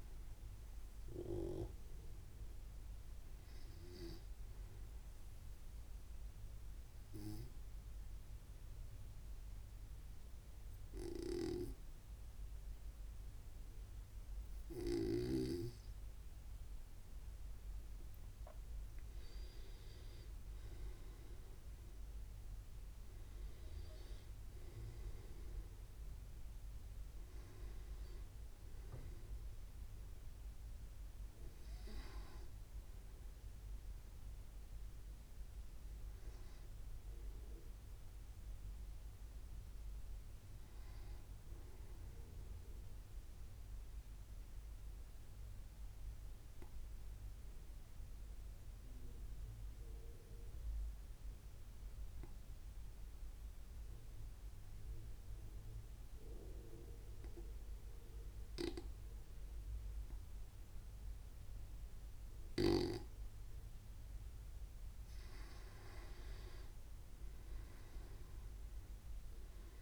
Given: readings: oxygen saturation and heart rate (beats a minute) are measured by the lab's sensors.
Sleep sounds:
breathing in sleep by a room microphone; 2
6.00-18.00 s: obstructive apnea (oxygen 97% before, 93% lowest, heart rate 66 before, 65 extreme, up 2 after)
20.50-26.00 s: arousal
32.50-43.50 s: oxygen desaturation (device-marked, oxygen 96% before, 93% lowest, heart rate 66 before, 64 extreme)
45.50-65.00 s: obstructive apnea (oxygen 97% before, 92% lowest, heart rate 66 before, 63 extreme, up 0 after)
63.50-69.82 s: oxygen desaturation (device-marked, oxygen 97% before, 92% lowest, heart rate 65 before, 63 extreme)
67.00-69.82 s: arousal
From the record:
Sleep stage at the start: N2 (light sleep); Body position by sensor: on the right side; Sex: male

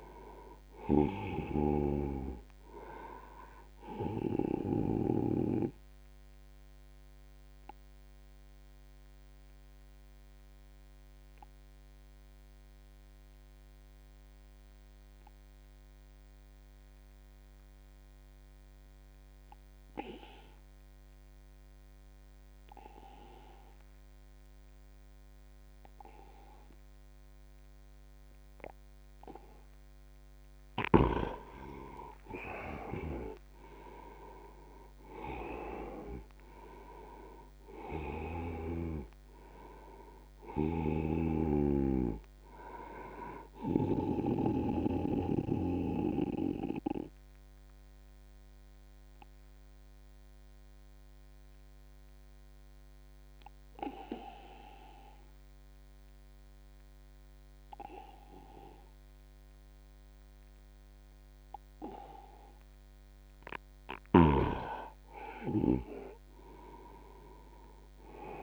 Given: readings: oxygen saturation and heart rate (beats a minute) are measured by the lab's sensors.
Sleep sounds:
breathing in sleep by a microphone on the trachea; 2
0.00-15.50 s: oxygen desaturation (device-marked, oxygen 84% lowest, heart rate 69 extreme)
6.00-30.00 s: obstructive apnea (oxygen 99% before, 84% lowest, heart rate 80 before, 69 extreme, up 14 after)
27.50-56.50 s: oxygen desaturation (device-marked, oxygen 99% before, 85% lowest, heart rate 77 before, 75 extreme)
32.00-37.50 s: arousal
44.00-63.50 s: obstructive apnea (oxygen 99% before, 84% lowest, heart rate 77 before, 75 extreme, up 11 after)
65.50-68.43 s: arousal
From the record:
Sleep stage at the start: N2 (light sleep); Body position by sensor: on the back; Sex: male

